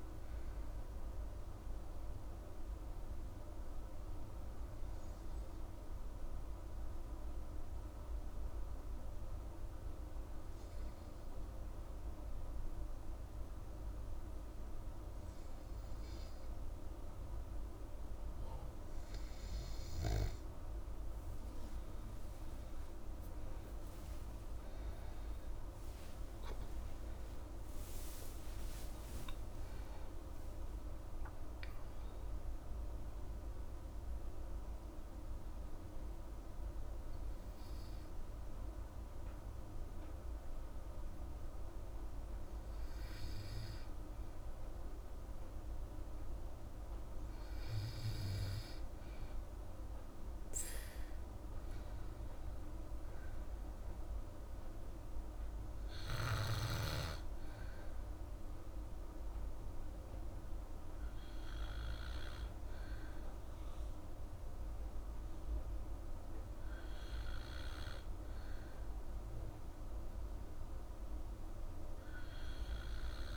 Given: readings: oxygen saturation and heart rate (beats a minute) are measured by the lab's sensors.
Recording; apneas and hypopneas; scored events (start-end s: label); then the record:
breathing in sleep, hard to hear, by a room microphone; 1
0.00-8.00 s: oxygen desaturation (device-marked, oxygen 94% lowest, heart rate 101 extreme)
3.50-19.00 s: hypopnea (oxygen 98% before, 93% lowest, heart rate 95 before, 87 extreme, up 29 after)
24.50-29.00 s: arousal
25.00-46.00 s: oxygen desaturation (device-marked, oxygen 97% before, 93% lowest, heart rate 143 before, 52 extreme)
From the record:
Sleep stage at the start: N2 (light sleep); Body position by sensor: on the back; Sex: female